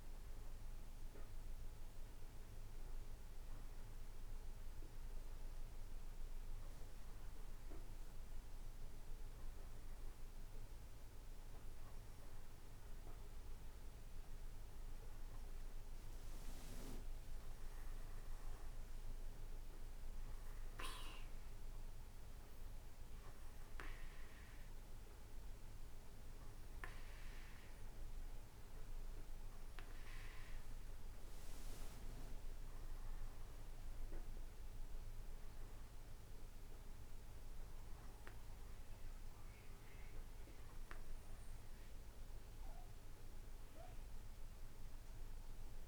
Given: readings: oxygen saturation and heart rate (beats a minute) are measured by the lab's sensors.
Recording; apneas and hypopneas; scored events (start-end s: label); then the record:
breathing in sleep, hard to hear, by a room microphone; 1
3.50-14.00 s: hypopnea (oxygen 95% before, 94% lowest)
17.00-20.50 s: arousal
From the record:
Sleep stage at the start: N2 (light sleep); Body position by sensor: on the right side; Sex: male